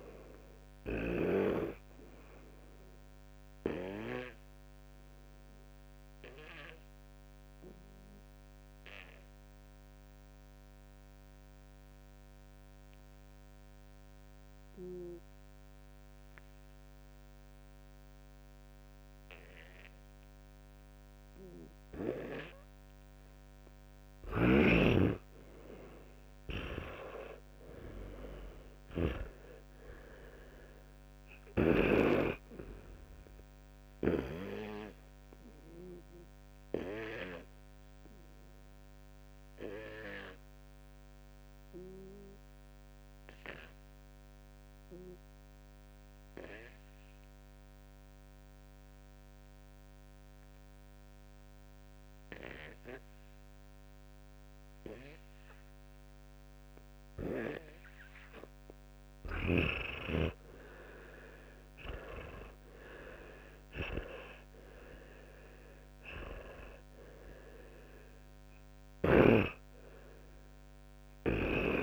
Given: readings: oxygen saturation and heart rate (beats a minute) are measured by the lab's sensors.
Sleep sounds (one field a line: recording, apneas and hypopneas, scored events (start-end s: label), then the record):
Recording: breathing in sleep by a microphone on the trachea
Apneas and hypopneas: 2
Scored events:
1.00-29.00 s: oxygen desaturation (device-marked, oxygen 99% before, 86% lowest, heart rate 61 before, 52 extreme)
2.50-23.50 s: obstructive apnea (oxygen 99% before, 86% lowest, heart rate 62 before, 52 extreme, up 45 after)
24.50-29.50 s: snoring (device-marked)
25.50-28.00 s: arousal
32.00-58.50 s: obstructive apnea (oxygen 100% before, 91% lowest, heart rate 72 before, 56 extreme, up 24 after)
52.00-59.00 s: oxygen desaturation (device-marked, oxygen 97% before, 93% lowest, heart rate 66 before, 58 extreme)
61.50-65.50 s: arousal
65.00-71.83 s: oxygen desaturation (device-marked, oxygen 98% before, 93% lowest, heart rate 60 before, 56 extreme)
From the record:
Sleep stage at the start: N2 (light sleep)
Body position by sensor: on the back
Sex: male